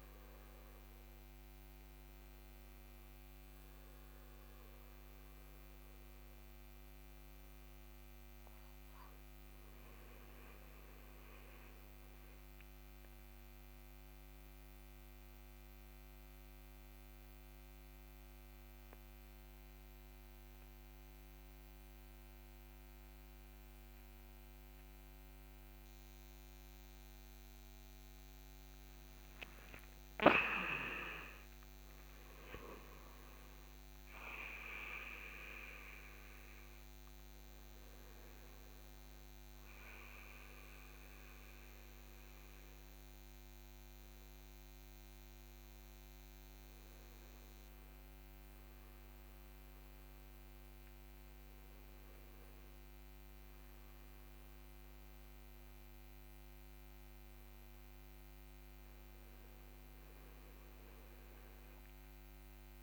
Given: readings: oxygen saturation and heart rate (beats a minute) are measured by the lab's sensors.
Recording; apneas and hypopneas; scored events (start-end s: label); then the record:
breathing in sleep by a microphone on the trachea; 1
3.00-7.50 s: arousal
15.00-29.50 s: central apnea (oxygen 96% before, 94% lowest)
30.50-34.00 s: arousal
From the record:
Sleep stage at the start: N2 (light sleep); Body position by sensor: on the back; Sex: male